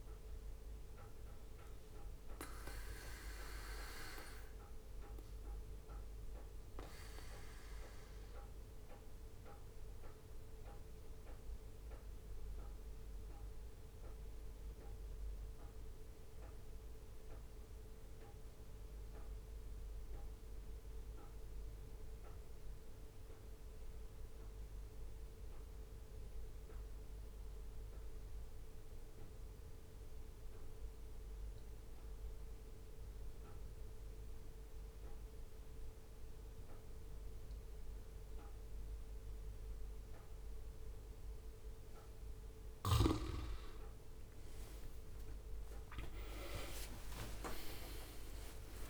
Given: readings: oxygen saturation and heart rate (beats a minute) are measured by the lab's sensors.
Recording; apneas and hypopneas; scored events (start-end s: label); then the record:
breathing in sleep by a room microphone; 1
0.00-5.50 s: oxygen desaturation (device-marked, oxygen 92% lowest, heart rate 61 extreme)
3.00-40.00 s: obstructive apnea (oxygen 98% before, 89% lowest, heart rate 65 before, 62 extreme, up 27 after)
37.50-48.90 s: oxygen desaturation (device-marked, oxygen 97% before, 89% lowest, heart rate 65 before, 61 extreme)
44.00-48.90 s: arousal
46.00-48.00 s: long interval between heartbeats (device-marked, heart rate 67 before, 89 extreme)
From the record:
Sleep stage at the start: N2 (light sleep); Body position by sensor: on the back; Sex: male